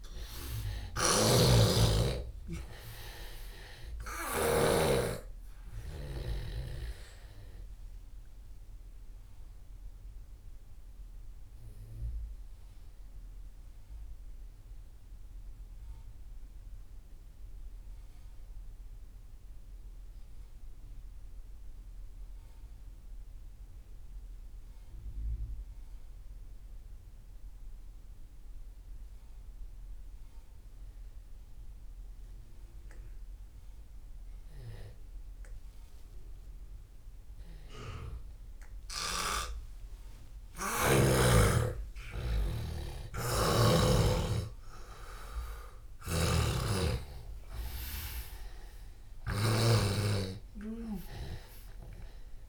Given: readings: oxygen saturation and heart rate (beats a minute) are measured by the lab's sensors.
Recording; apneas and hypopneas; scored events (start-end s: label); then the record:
breathing in sleep by a room microphone; 1
0.00-1.00 s: arousal
0.00-26.00 s: oxygen desaturation (device-marked, oxygen 85% lowest)
1.00-5.00 s: snoring (device-marked)
9.00-37.50 s: obstructive apnea (oxygen 98% before, 82% lowest)
39.00-42.50 s: arousal
39.00-50.00 s: snoring (device-marked)
39.00-52.49 s: oxygen desaturation (device-marked, oxygen 98% before, 82% lowest)
From the record:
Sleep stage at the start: N2 (light sleep); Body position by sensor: on the left side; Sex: male